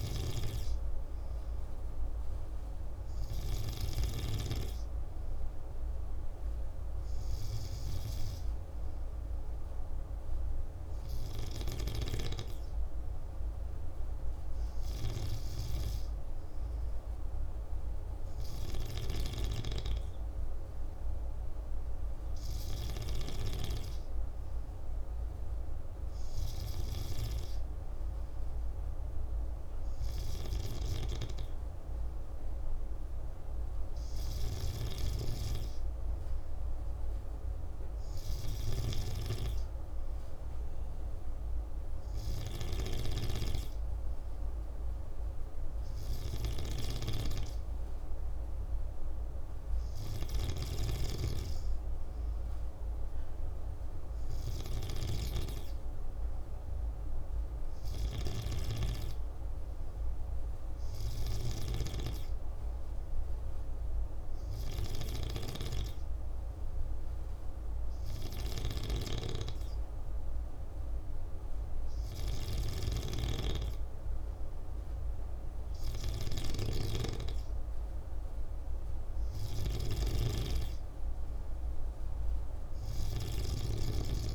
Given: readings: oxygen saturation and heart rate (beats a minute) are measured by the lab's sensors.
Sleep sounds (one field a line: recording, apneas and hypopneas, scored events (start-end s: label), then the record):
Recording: breathing in sleep by a room microphone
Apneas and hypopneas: none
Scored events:
0.00-3.50 s: snoring (device-marked)
18.50-23.00 s: snoring (device-marked)
38.00-61.50 s: snoring (device-marked)
68.50-84.35 s: snoring (device-marked)
From the record:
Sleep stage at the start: N2 (light sleep)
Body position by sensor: on the back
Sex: male